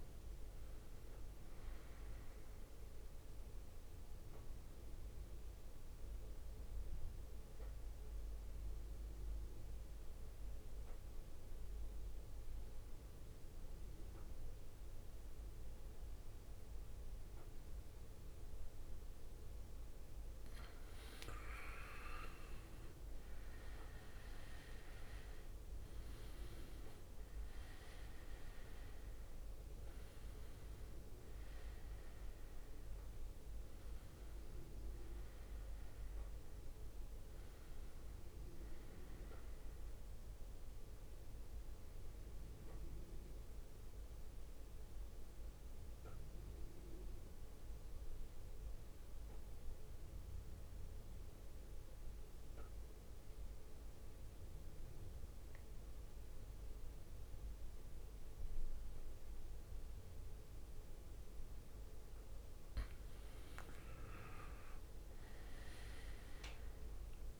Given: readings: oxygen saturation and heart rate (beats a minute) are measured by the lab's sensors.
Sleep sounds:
breathing in sleep, hard to hear, by a room microphone; 2
5.50-20.50 s: central apnea (oxygen 98% before, 91% lowest, heart rate 64 before, 57 extreme, up 13 after)
23.00-27.00 s: arousal
23.00-41.00 s: oxygen desaturation (device-marked, oxygen 98% before, 93% lowest, heart rate 60 before, 56 extreme)
43.00-62.00 s: mixed apnea (oxygen 98% before, 91% lowest, heart rate 66 before, 56 extreme, up 11 after)
64.00-67.40 s: arousal
65.00-67.40 s: oxygen desaturation (device-marked, oxygen 98% before, 91% lowest, heart rate 59 before, 54 extreme)
From the record:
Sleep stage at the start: N2 (light sleep); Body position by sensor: on the back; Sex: male

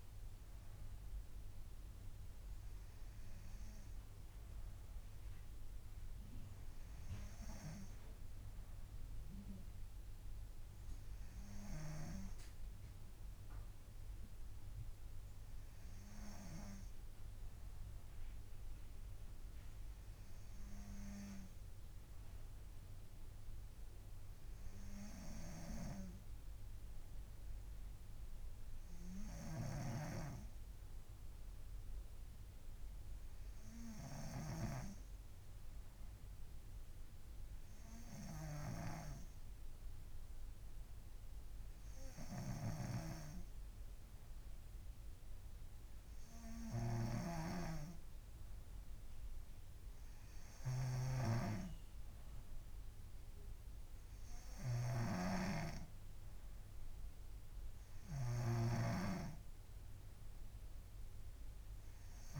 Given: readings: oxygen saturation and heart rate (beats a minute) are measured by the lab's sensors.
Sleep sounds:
breathing in sleep by a room microphone; none
43.00-62.40 s: snoring (device-marked)
From the record:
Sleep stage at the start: N2 (light sleep); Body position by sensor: on the right side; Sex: female

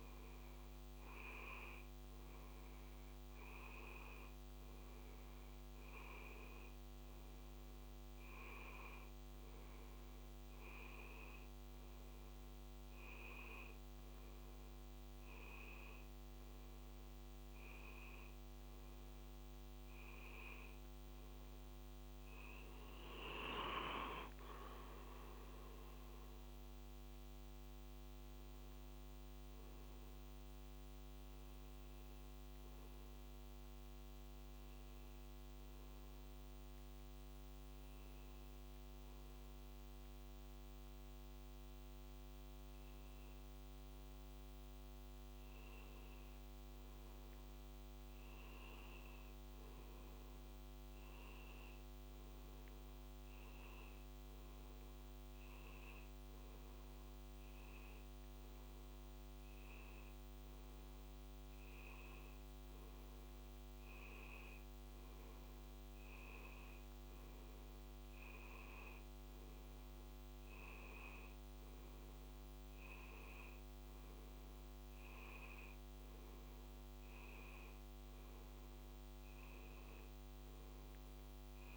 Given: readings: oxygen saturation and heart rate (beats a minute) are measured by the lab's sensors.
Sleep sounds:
a person awake in a sleep study, hard to hear, by a microphone on the trachea; none
none scored
From the record:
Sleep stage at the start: awake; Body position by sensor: on the back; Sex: male

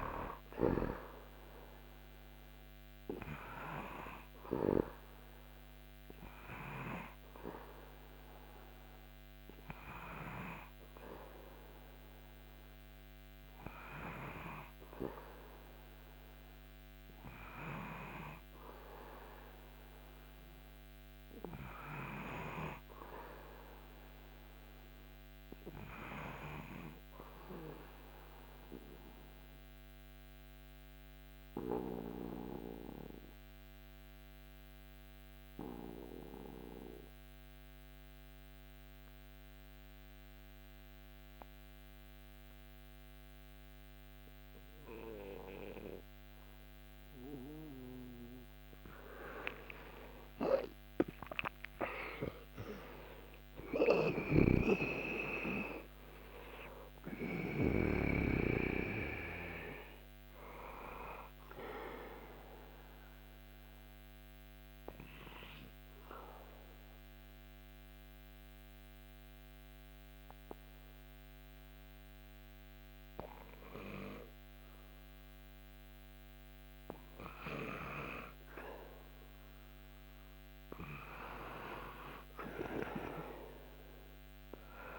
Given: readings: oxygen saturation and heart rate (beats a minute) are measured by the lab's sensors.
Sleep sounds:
breathing in sleep by a microphone on the trachea; 2
22.50-25.50 s: arousal
27.00-47.00 s: obstructive apnea (oxygen 97% before, 85% lowest, heart rate 78 before, 66 extreme, up 19 after)
49.00-53.50 s: arousal
50.50-72.50 s: oxygen desaturation (device-marked, oxygen 96% before, 85% lowest, heart rate 71 before, 79 extreme)
53.50-57.50 s: snoring (device-marked)
63.00-75.50 s: obstructive apnea (oxygen 96% before, 85% lowest, heart rate 78 before, 79 extreme, up 1 after)
79.00-82.50 s: arousal
From the record:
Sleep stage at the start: REM sleep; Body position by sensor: on the back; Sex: male

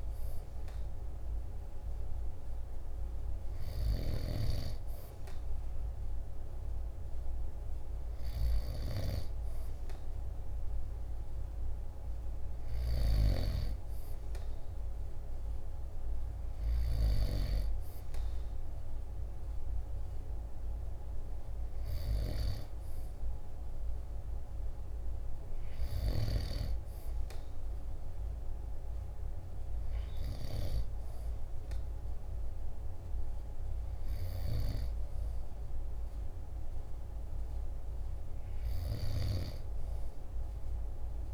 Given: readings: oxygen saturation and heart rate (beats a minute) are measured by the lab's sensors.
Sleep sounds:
breathing in sleep by a room microphone; none
none scored
From the record:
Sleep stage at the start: N2 (light sleep); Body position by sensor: on the back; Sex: male

